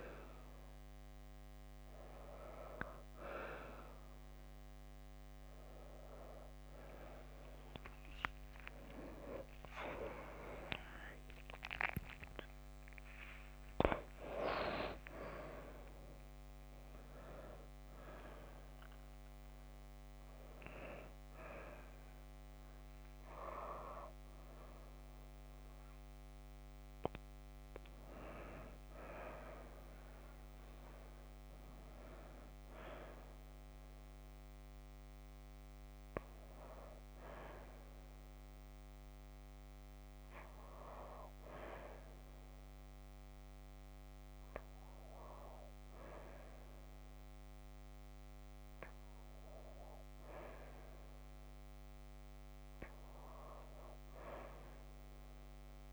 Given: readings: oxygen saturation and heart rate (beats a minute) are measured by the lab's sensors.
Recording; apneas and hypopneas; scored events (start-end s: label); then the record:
a person awake in a sleep study, by a microphone on the trachea; none
0.00-17.00 s: oxygen desaturation (device-marked, oxygen 91% lowest)
18.00-48.00 s: new sleep stage, awake
25.00-35.00 s: oxygen desaturation (device-marked, oxygen 98% before, 91% lowest)
48.00-55.93 s: new sleep stage, N2 (light sleep)
From the record:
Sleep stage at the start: N2 (light sleep); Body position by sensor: on the right side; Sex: female